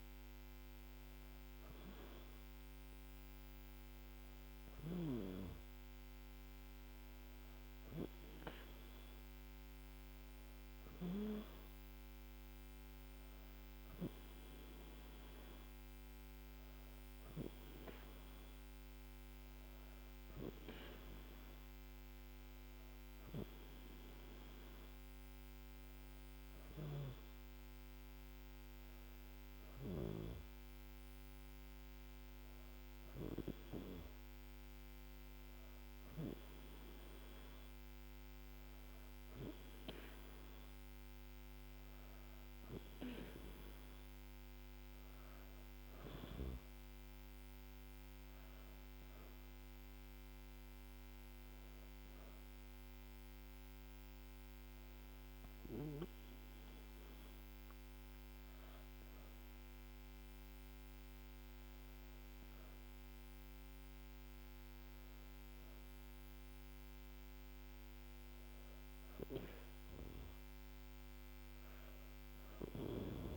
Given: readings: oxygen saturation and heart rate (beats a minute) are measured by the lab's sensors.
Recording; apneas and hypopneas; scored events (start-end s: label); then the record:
breathing in sleep by a microphone on the trachea; none
none scored
From the record:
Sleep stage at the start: N2 (light sleep); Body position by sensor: on the back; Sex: female